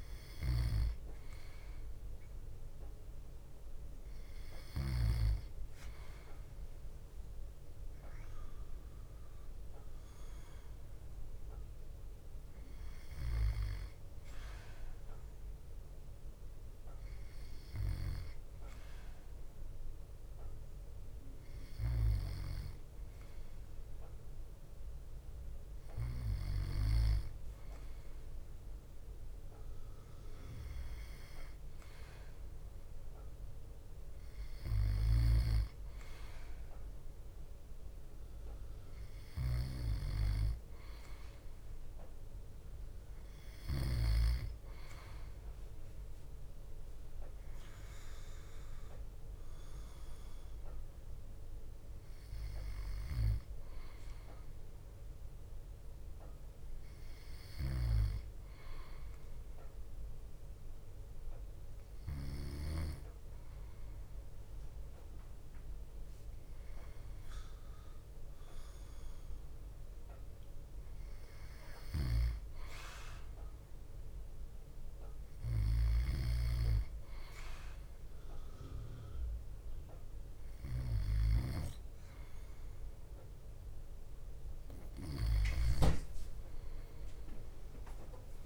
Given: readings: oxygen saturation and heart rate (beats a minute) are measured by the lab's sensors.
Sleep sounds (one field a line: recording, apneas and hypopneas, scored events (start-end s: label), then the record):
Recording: breathing in sleep by a room microphone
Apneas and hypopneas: none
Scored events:
0.00-5.00 s: snoring (device-marked)
17.50-26.50 s: snoring (device-marked)
34.50-44.00 s: snoring (device-marked)
57.50-62.50 s: snoring (device-marked)
71.50-86.00 s: snoring (device-marked)
87.00-88.46 s: tachycardia (device-marked)
From the record:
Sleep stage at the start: N2 (light sleep)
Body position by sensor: on the back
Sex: male